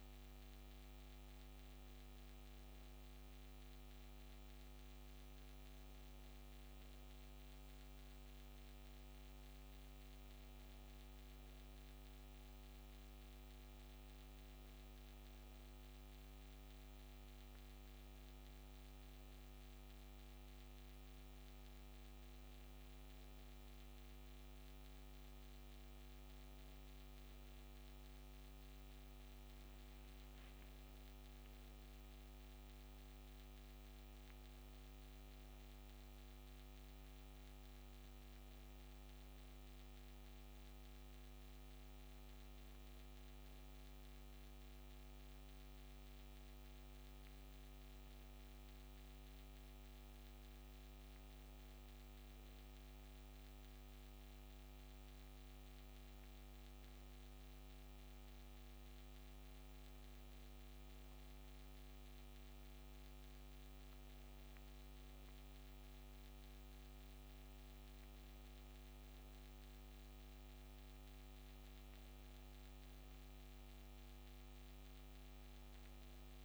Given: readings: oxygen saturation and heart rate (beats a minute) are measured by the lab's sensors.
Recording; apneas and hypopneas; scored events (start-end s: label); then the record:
breathing in sleep, hard to hear, by a microphone on the trachea; none
none scored
From the record:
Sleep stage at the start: N2 (light sleep); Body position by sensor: on the back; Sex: female